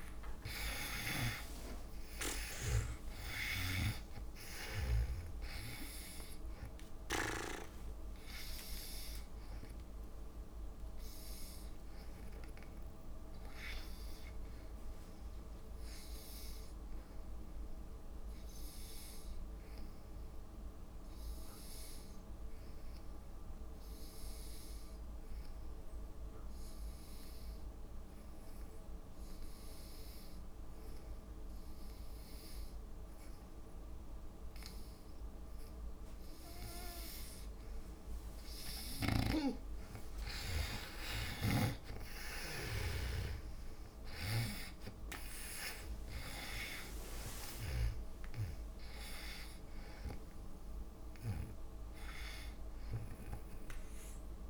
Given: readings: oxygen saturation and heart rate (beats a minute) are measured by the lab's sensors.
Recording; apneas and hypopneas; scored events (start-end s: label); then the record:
breathing in sleep by a room microphone; 1
0.00-6.50 s: drop in pulse transit time (device-marked)
0.00-9.50 s: oxygen desaturation (device-marked, oxygen 88% lowest)
13.00-15.00 s: long interval between heartbeats (device-marked)
17.50-35.50 s: obstructive apnea (oxygen 96% before, 80% lowest)
31.50-54.50 s: oxygen desaturation (device-marked, oxygen 97% before, 80% lowest)
39.00-43.50 s: arousal
40.50-42.50 s: long interval between heartbeats (device-marked)
42.50-44.50 s: long interval between heartbeats (device-marked)
From the record:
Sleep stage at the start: N2 (light sleep); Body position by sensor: on the back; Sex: female